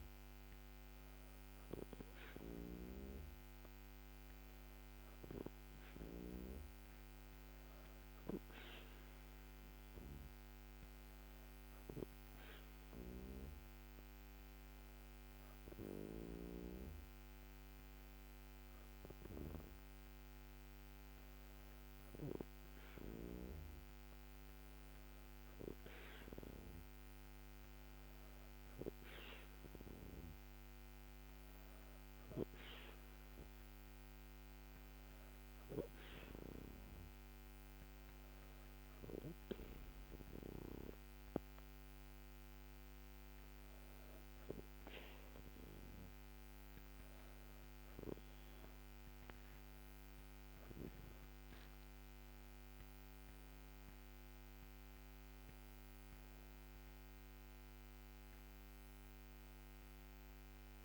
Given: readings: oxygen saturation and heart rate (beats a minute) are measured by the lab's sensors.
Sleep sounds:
breathing in sleep by a microphone on the trachea; none
52.50-57.50 s: arousal
From the record:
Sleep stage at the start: N2 (light sleep); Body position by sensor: on the back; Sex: female

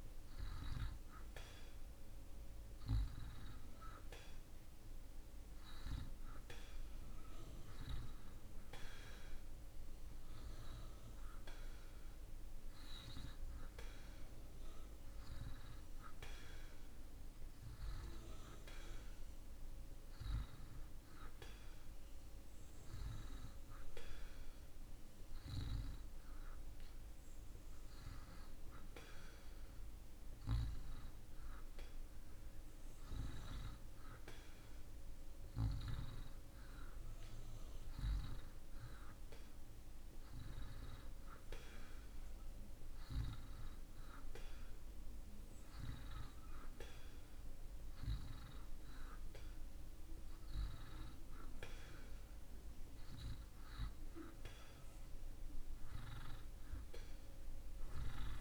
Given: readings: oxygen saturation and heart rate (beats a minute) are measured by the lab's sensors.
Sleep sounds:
breathing in sleep by a room microphone; none
none scored
From the record:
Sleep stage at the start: N2 (light sleep); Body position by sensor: on the back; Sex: male

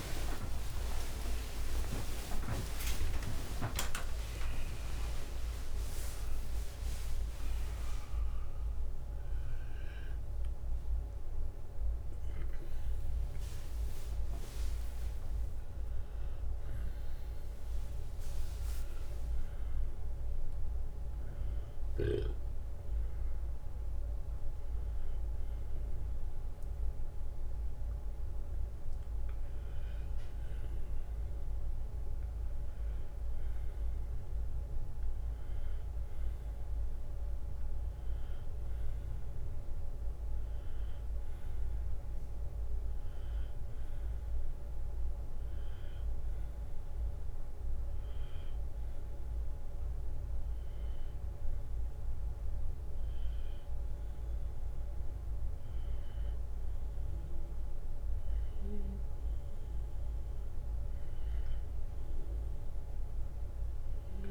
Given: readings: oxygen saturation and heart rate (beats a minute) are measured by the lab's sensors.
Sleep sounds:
a person awake in a sleep study, by a room microphone; none
0.00-4.50 s: oxygen desaturation (device-marked, oxygen 91% lowest)
1.50-11.50 s: drop in pulse transit time (device-marked)
3.00-5.00 s: long interval between heartbeats (device-marked)
5.50-7.50 s: long interval between heartbeats (device-marked)
9.00-11.00 s: long interval between heartbeats (device-marked)
38.50-64.31 s: new sleep stage, N2 (light sleep)
From the record:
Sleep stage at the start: awake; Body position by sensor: on the left side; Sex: male

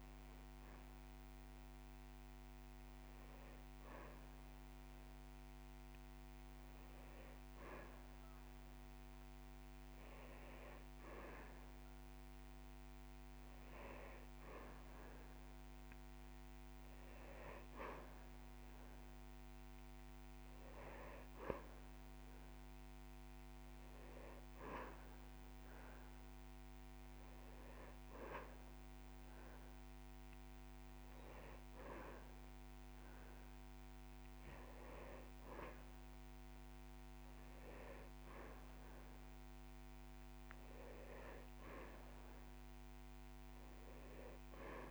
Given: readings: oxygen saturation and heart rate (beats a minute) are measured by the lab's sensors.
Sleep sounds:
breathing in sleep by a microphone on the trachea; none
none scored
From the record:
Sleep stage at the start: N2 (light sleep); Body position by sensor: on the back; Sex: male

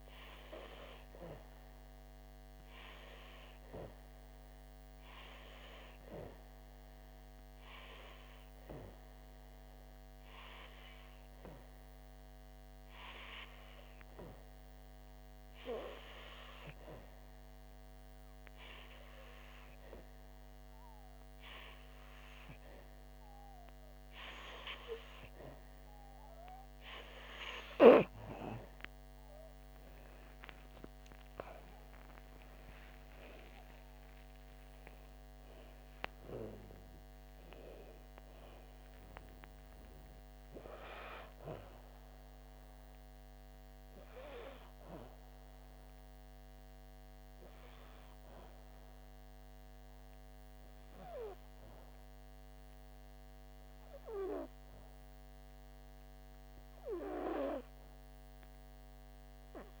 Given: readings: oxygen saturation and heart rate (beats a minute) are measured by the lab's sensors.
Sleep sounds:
breathing in sleep by a microphone on the trachea; 1
0.50-4.00 s: arousal
6.50-26.00 s: hypopnea (oxygen 95% before, 92% lowest, heart rate 66 before, 59 extreme, up 2 after)
29.50-34.00 s: arousal
From the record:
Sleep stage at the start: N2 (light sleep); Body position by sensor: on the back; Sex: female

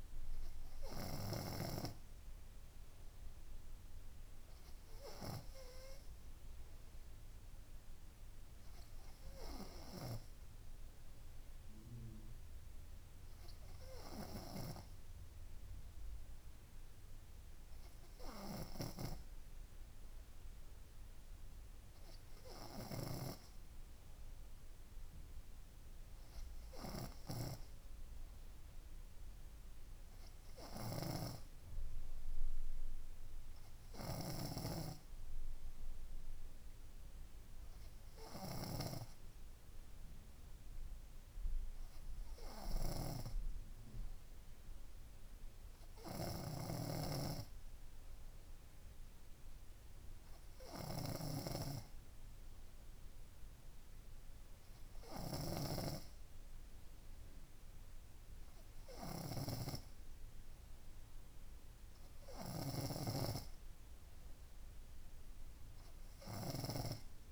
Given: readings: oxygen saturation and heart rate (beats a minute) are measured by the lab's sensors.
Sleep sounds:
breathing in sleep by a room microphone; none
none scored
From the record:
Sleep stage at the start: N3 (deep sleep); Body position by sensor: on the front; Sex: female

